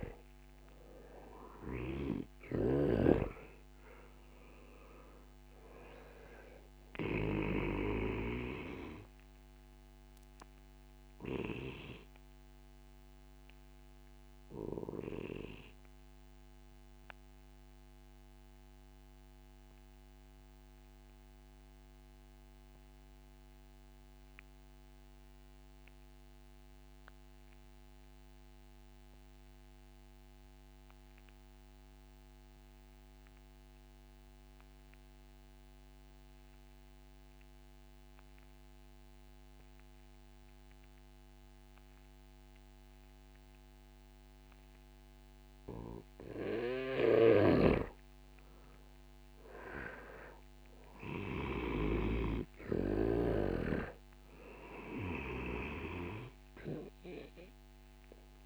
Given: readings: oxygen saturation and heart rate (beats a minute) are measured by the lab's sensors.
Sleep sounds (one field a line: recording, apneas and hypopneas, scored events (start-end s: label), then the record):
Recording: breathing in sleep by a microphone on the trachea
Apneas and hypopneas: 1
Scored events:
0.00-2.50 s: arousal
0.00-7.00 s: snoring (device-marked)
4.00-27.00 s: oxygen desaturation (device-marked, oxygen 96% before, 92% lowest, heart rate 60 before, 26 extreme)
11.50-45.00 s: obstructive apnea (oxygen 98% before, 90% lowest, heart rate 55 before, 29 extreme, up 15 after)
45.00-58.46 s: oxygen desaturation (device-marked, oxygen 96% before, 90% lowest, heart rate 62 before, 29 extreme)
47.00-55.50 s: snoring (device-marked)
48.00-53.00 s: arousal
From the record:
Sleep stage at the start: N2 (light sleep)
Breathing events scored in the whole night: 302 in 4.1 hours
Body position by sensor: on the back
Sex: male